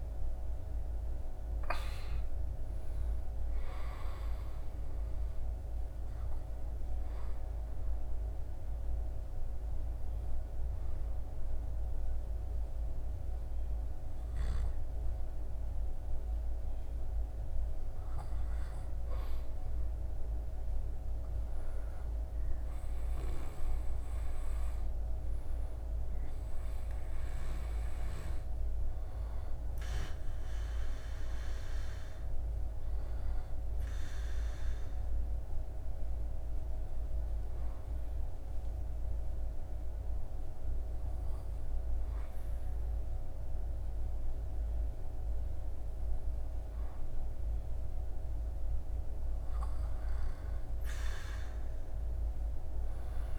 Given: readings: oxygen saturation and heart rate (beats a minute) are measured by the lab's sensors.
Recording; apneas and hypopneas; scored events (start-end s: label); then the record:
breathing in sleep, hard to hear, by a room microphone; 2
5.00-16.50 s: hypopnea (oxygen 98% before, 94% lowest, heart rate 78 before, 67 extreme, up 12 after)
20.50-25.00 s: arousal
34.00-47.50 s: obstructive apnea (oxygen 98% before, 94% lowest, heart rate 76 before, 74 extreme, up 5 after)
50.50-53.39 s: arousal
From the record:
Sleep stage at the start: N2 (light sleep); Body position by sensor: on the back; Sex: male